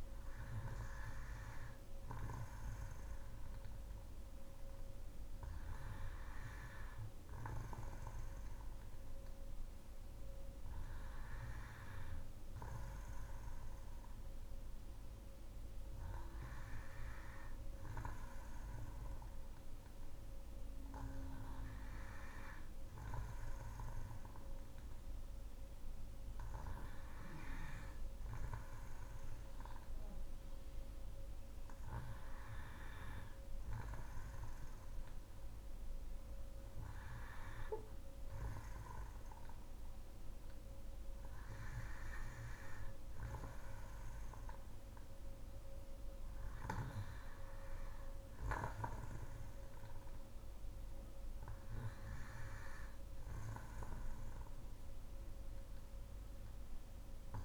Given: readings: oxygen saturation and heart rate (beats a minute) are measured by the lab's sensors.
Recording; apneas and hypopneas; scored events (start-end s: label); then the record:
breathing in sleep by a room microphone; none
none scored
From the record:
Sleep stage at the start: N2 (light sleep); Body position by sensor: on the back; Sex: female